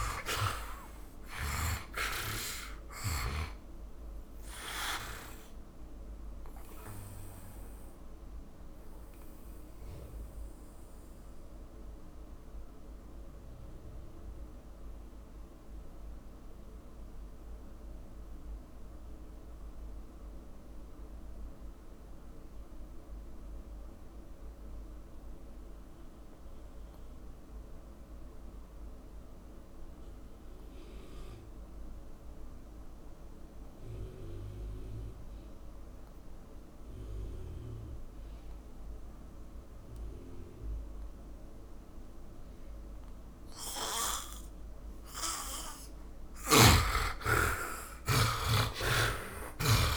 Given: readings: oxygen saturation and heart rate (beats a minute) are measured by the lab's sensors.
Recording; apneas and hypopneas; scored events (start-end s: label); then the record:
breathing in sleep by a room microphone; 1
0.00-2.00 s: snoring (device-marked)
0.00-27.50 s: oxygen desaturation (device-marked, oxygen 80% lowest, heart rate 45 extreme)
6.50-45.50 s: mixed apnea (oxygen 100% before, 75% lowest, heart rate 58 before, 45 extreme, up 27 after)
33.50-49.96 s: oxygen desaturation (device-marked, oxygen 100% before, 75% lowest, heart rate 57 before, 45 extreme)
48.00-49.96 s: arousal
From the record:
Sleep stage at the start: N2 (light sleep); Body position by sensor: on the back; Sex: male